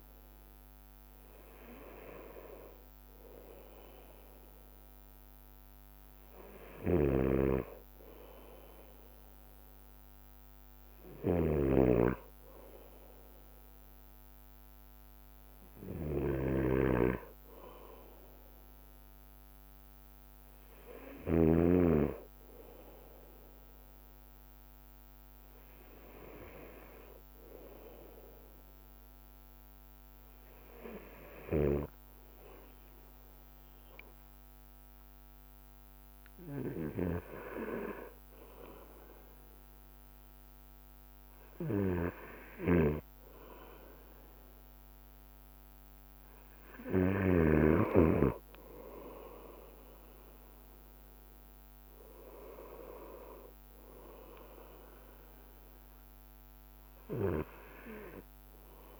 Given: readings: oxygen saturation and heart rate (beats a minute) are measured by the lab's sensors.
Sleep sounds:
breathing in sleep by a microphone on the trachea; none
0.00-59.00 s: bradycardia (device-marked, heart rate 54 extreme)
7.00-22.00 s: snoring (device-marked)
43.00-48.00 s: snoring (device-marked)
50.50-59.00 s: drop in pulse transit time (device-marked, heart rate 57 before, 55 extreme)
From the record:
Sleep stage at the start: N2 (light sleep); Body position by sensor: on the right side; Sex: male

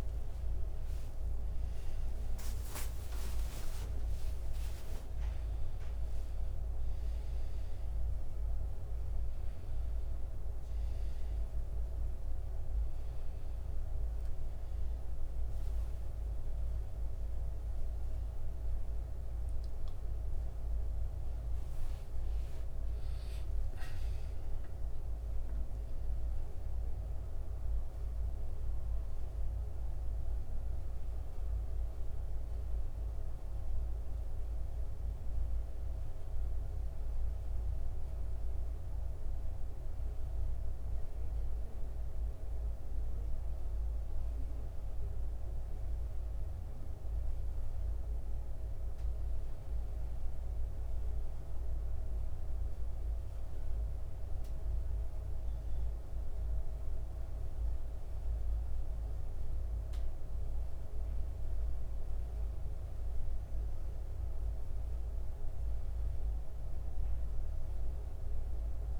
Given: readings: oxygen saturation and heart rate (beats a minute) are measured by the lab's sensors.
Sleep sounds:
a person partly awake in a sleep study, hard to hear, by a room microphone; none
23.50-69.00 s: new sleep stage, N1 (lightest sleep)
From the record:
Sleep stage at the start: awake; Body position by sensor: on the back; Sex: male

